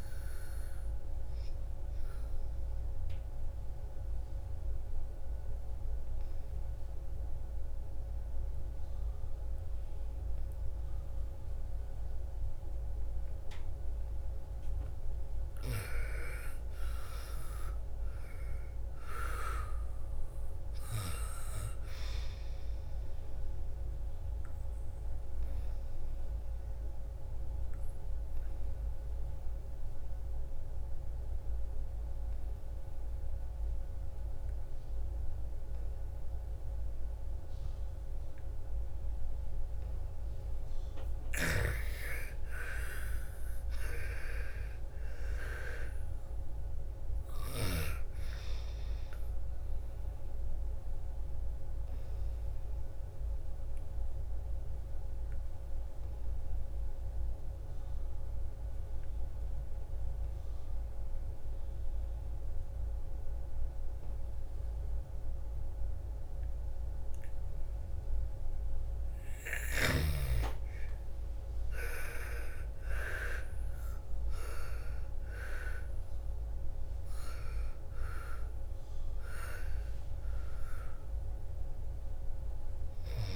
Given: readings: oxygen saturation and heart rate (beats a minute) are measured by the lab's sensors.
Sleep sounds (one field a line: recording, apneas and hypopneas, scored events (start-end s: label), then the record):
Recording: breathing in sleep by a room microphone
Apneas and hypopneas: 3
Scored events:
0.00-6.50 s: oxygen desaturation (device-marked, oxygen 90% lowest, heart rate 55 extreme)
1.50-15.00 s: obstructive apnea (oxygen 98% before, 85% lowest, heart rate 62 before, 55 extreme, up 12 after)
16.50-20.50 s: arousal
21.50-34.50 s: oxygen desaturation (device-marked, oxygen 98% before, 89% lowest, heart rate 59 before, 55 extreme)
24.00-39.50 s: obstructive apnea (oxygen 98% before, 85% lowest, heart rate 59 before, 55 extreme, up 9 after)
41.50-45.00 s: arousal
43.50-61.50 s: oxygen desaturation (device-marked, oxygen 98% before, 85% lowest, heart rate 59 before, 54 extreme)
50.50-69.00 s: obstructive apnea (oxygen 98% before, 82% lowest, heart rate 61 before, 54 extreme, up 15 after)
68.50-83.36 s: oxygen desaturation (device-marked, oxygen 99% before, 87% lowest, heart rate 59 before, 53 extreme)
70.00-73.50 s: arousal
From the record:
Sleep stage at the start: N2 (light sleep)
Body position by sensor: on the back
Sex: female